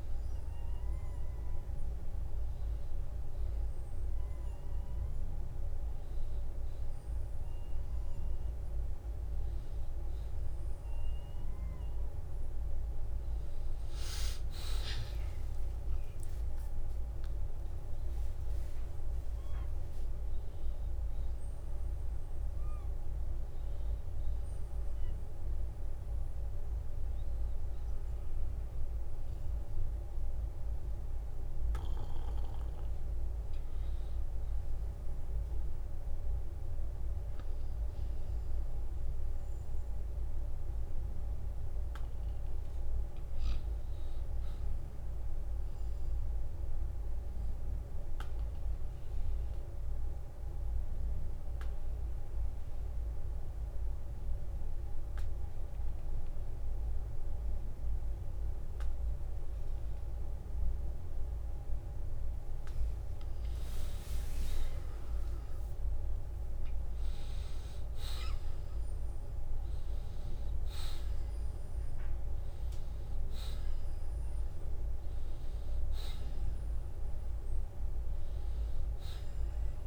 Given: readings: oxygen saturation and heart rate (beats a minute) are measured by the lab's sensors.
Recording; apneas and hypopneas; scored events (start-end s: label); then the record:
a person partly awake in a sleep study, hard to hear, by a room microphone; 1
7.00-20.00 s: oxygen desaturation (device-marked, oxygen 94% before, 89% lowest, heart rate 67 before, 43 extreme)
8.00-38.00 s: new sleep stage, awake
20.00-22.00 s: long interval between heartbeats (device-marked, heart rate 58 before, 58 extreme)
38.00-79.87 s: new sleep stage, N2 (light sleep)
45.00-62.00 s: obstructive apnea (oxygen 97% before, 87% lowest, heart rate 54 before, 41 extreme, up 19 after)
46.50-48.50 s: long interval between heartbeats (device-marked, heart rate 55 before, 59 extreme)
53.00-79.87 s: oxygen desaturation (device-marked, oxygen 96% before, 90% lowest, heart rate 57 before, 44 extreme)
59.00-61.00 s: long interval between heartbeats (device-marked, heart rate 53 before, 47 extreme)
63.00-67.00 s: arousal
69.50-71.50 s: long interval between heartbeats (device-marked, heart rate 49 before, 60 extreme)
From the record:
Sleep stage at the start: N1 (lightest sleep); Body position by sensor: on the back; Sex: male